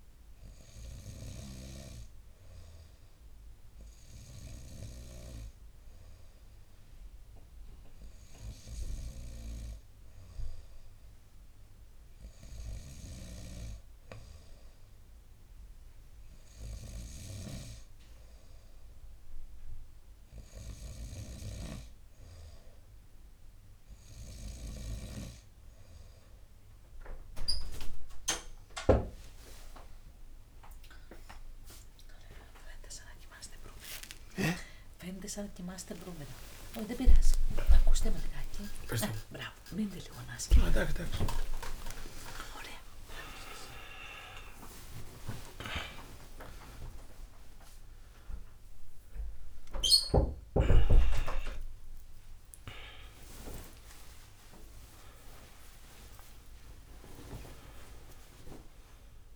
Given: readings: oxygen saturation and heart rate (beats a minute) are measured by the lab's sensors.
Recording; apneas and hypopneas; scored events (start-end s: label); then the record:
a person awake in a sleep study, by a room microphone; none
23.00-53.00 s: new sleep stage, awake
30.00-32.00 s: long interval between heartbeats (device-marked, heart rate 59 before, 70 extreme)
32.00-49.00 s: tachycardia (device-marked, heart rate 60 before, 162 extreme)
35.50-37.50 s: long interval between heartbeats (device-marked, heart rate 65 before, 114 extreme)
38.50-40.50 s: long interval between heartbeats (device-marked, heart rate 74 before, 143 extreme)
41.50-43.50 s: long interval between heartbeats (device-marked, heart rate 87 before, 159 extreme)
45.00-47.00 s: long interval between heartbeats (device-marked, heart rate 107 before, 141 extreme)
52.00-54.00 s: long interval between heartbeats (device-marked, heart rate 134 before, 26 extreme)
53.00-59.36 s: new sleep stage, N1 (lightest sleep)
55.50-57.50 s: long interval between heartbeats (device-marked, heart rate 126 before, 46 extreme)
From the record:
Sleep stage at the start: N2 (light sleep); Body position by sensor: upright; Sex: male